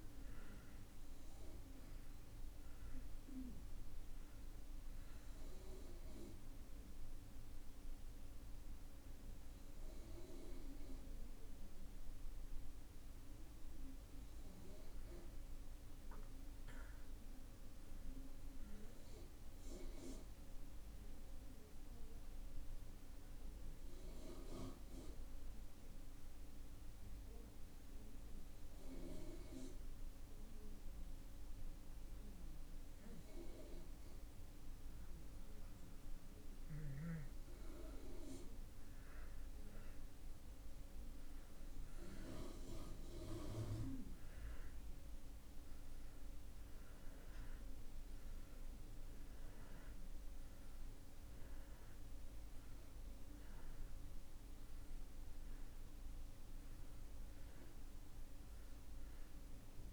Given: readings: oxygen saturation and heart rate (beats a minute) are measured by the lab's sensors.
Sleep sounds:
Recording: breathing in sleep by a room microphone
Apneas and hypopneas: 1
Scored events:
15.00-19.00 s: arousal
25.50-36.50 s: obstructive apnea (oxygen 96% before, 86% lowest)
39.50-43.00 s: arousal
42.00-59.93 s: oxygen desaturation (device-marked, oxygen 97% before, 86% lowest)
From the record:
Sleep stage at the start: N2 (light sleep)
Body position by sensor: on the back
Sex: male

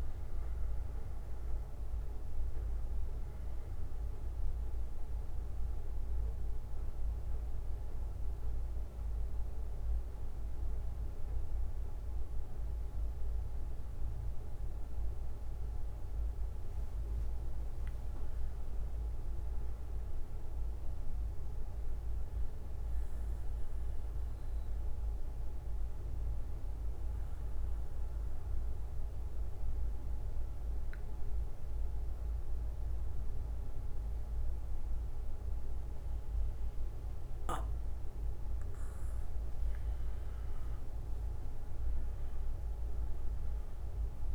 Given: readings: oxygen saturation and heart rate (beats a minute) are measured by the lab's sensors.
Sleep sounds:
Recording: breathing in sleep, hard to hear, by a room microphone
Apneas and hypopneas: 2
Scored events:
1.50-16.50 s: bradycardia (device-marked, heart rate 60 before, 46 extreme)
5.00-15.50 s: central apnea (oxygen 96% before, 91% lowest, heart rate 64 before, 46 extreme, up 22 after)
18.00-20.50 s: arousal
22.50-39.00 s: central apnea (oxygen 96% before, 91% lowest, heart rate 56 before, 49 extreme, up 18 after)
23.50-33.50 s: bradycardia (device-marked, heart rate 60 before, 49 extreme)
41.50-44.35 s: arousal
41.50-44.35 s: oxygen desaturation (device-marked, oxygen 99% before, 91% lowest, heart rate 59 before, 50 extreme)
From the record:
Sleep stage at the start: N2 (light sleep)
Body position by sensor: on the back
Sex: male

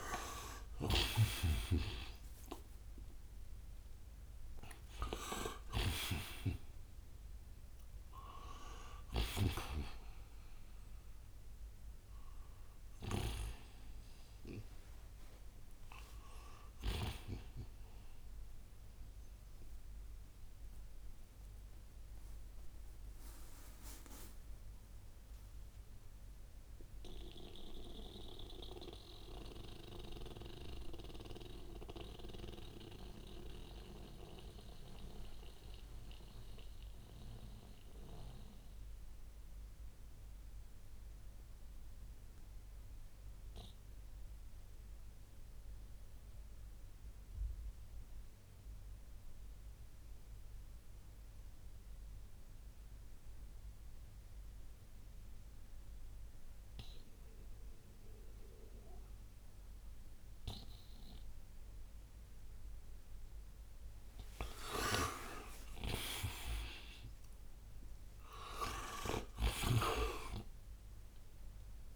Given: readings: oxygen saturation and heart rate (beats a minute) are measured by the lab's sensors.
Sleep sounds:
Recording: breathing in sleep by a room microphone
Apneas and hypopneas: 1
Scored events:
0.00-3.50 s: arousal
0.00-28.00 s: oxygen desaturation (device-marked, oxygen 80% lowest, heart rate 60 extreme)
0.50-17.00 s: snoring (device-marked)
19.50-63.00 s: mixed apnea (oxygen 95% before, 78% lowest, heart rate 80 before, 60 extreme, up 35 after)
51.00-71.96 s: oxygen desaturation (device-marked, oxygen 98% before, 78% lowest, heart rate 66 before, 56 extreme)
64.50-70.50 s: arousal
65.50-71.96 s: snoring (device-marked)
From the record:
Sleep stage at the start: N2 (light sleep)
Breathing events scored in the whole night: 304 in 4.4 hours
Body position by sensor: on the right side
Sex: male

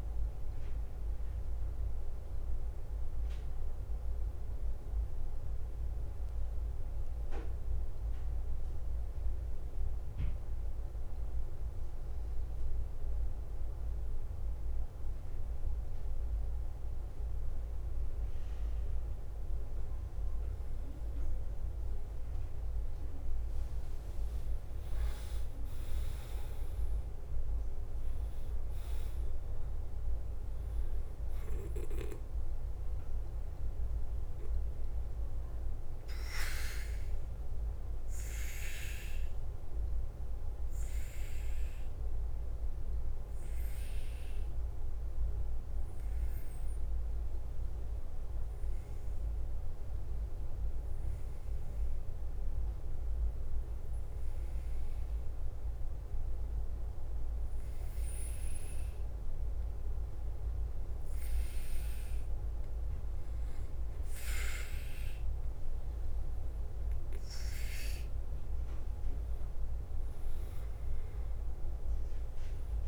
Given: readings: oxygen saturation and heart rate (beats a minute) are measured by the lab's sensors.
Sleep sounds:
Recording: breathing in sleep, hard to hear, by a room microphone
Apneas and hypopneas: 2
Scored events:
0.00-72.88 s: bradycardia (device-marked, heart rate 42 extreme)
3.00-21.50 s: obstructive apnea (oxygen 97% before, 91% lowest, heart rate 52 before, 43 extreme, up 10 after)
25.00-28.50 s: arousal
35.50-62.50 s: obstructive apnea (oxygen 98% before, 91% lowest, heart rate 48 before, 47 extreme, up 5 after)
49.00-60.00 s: oxygen desaturation (device-marked, oxygen 97% before, 91% lowest, heart rate 50 before, 48 extreme)
67.00-71.00 s: arousal
From the record:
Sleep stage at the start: N2 (light sleep)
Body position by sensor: on the back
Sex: male

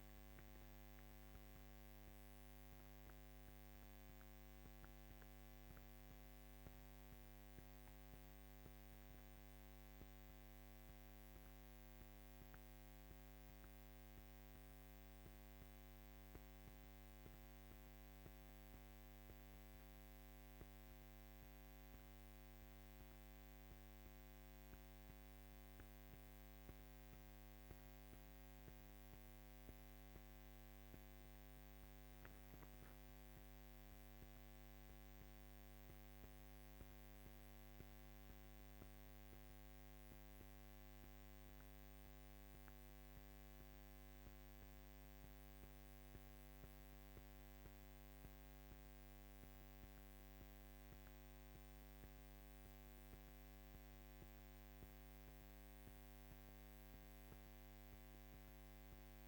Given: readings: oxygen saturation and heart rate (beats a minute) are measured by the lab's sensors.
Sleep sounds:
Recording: breathing in sleep, hard to hear, by a microphone on the trachea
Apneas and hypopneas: none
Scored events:
none scored
From the record:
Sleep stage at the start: N1 (lightest sleep)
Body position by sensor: on the back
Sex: female

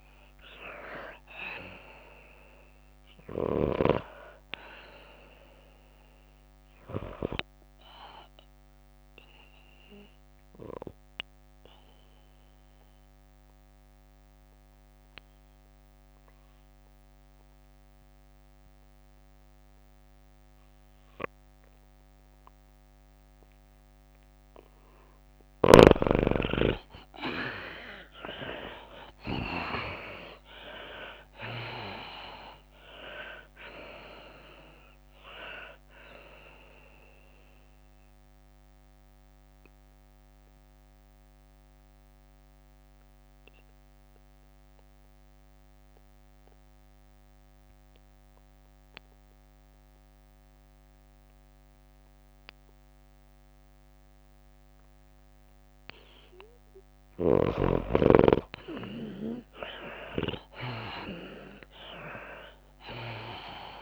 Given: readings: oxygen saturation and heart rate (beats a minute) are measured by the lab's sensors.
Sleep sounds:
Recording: breathing in sleep by a microphone on the trachea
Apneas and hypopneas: 2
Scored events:
0.00-3.50 s: oxygen desaturation (device-marked, oxygen 86% lowest, heart rate 29 extreme)
0.00-6.50 s: drop in pulse transit time (device-marked, heart rate 29 extreme)
1.50-19.50 s: tachycardia (device-marked, heart rate 95 before, 133 extreme)
2.00-4.00 s: long interval between heartbeats (device-marked, heart rate 59 before, 60 extreme)
4.00-6.00 s: long interval between heartbeats (device-marked, heart rate 60 before, 73 extreme)
10.50-12.50 s: long interval between heartbeats (device-marked, heart rate 89 before, 122 extreme)
12.50-22.50 s: oxygen desaturation (device-marked, oxygen 96% before, 92% lowest, heart rate 96 before, 99 extreme)
12.50-26.00 s: hypopnea (oxygen 96% before, 82% lowest, heart rate 96 before, 99 extreme, up 35 after)
22.50-45.50 s: tachycardia (device-marked, heart rate 95 before, 149 extreme)
25.50-27.50 s: long interval between heartbeats (device-marked, heart rate 114 before, 108 extreme)
28.50-33.00 s: arousal
28.50-52.50 s: oxygen desaturation (device-marked, oxygen 93% before, 82% lowest, heart rate 111 before, 98 extreme)
31.00-33.00 s: long interval between heartbeats (device-marked, heart rate 109 before, 113 extreme)
31.50-45.50 s: drop in pulse transit time (device-marked, heart rate 108 before, 109 extreme)
33.00-35.00 s: long interval between heartbeats (device-marked, heart rate 108 before, 133 extreme)
35.00-37.00 s: long interval between heartbeats (device-marked, heart rate 109 before, 144 extreme)
38.00-56.00 s: obstructive apnea (oxygen 95% before, 80% lowest, heart rate 114 before, 98 extreme, up 9 after)
49.50-55.50 s: tachycardia (device-marked, heart rate 96 before, 107 extreme)
58.50-62.00 s: arousal
59.50-63.82 s: tachycardia (device-marked, heart rate 96 before, 107 extreme)
60.50-63.82 s: oxygen desaturation (device-marked, oxygen 98% before, 83% lowest, heart rate 109 before, 97 extreme)
62.50-63.82 s: drop in pulse transit time (device-marked, heart rate 105 before, 102 extreme)
From the record:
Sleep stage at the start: N2 (light sleep)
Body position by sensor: on the left side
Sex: female

